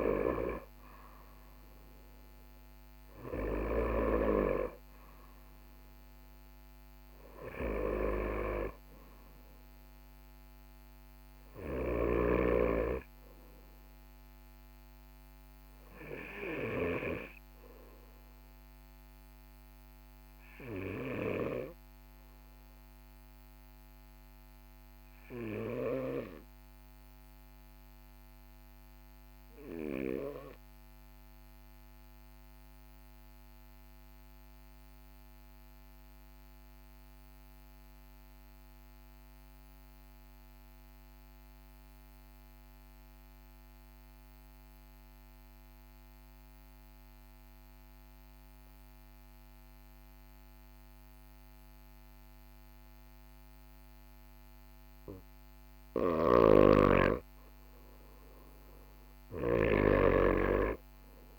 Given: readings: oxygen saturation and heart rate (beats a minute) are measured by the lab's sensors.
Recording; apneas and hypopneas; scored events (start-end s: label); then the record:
breathing in sleep by a microphone on the trachea; 1
25.50-55.50 s: obstructive apnea (oxygen 99% before, 93% lowest, heart rate 43 before, 39 extreme, up 2 after)
57.00-60.50 s: arousal
From the record:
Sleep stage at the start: N2 (light sleep); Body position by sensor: on the right side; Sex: male